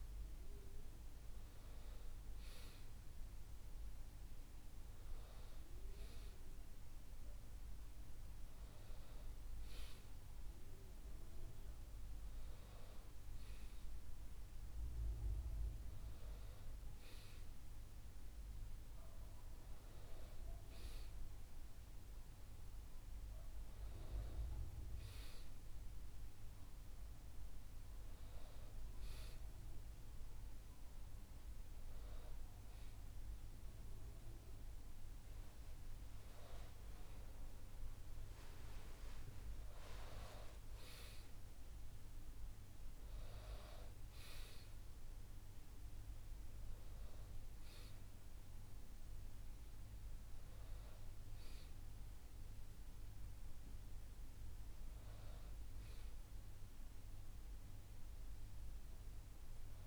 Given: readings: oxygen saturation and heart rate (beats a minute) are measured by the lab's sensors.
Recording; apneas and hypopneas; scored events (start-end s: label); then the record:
breathing in sleep by a room microphone; none
none scored
From the record:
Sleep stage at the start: N1 (lightest sleep); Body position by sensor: on the back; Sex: male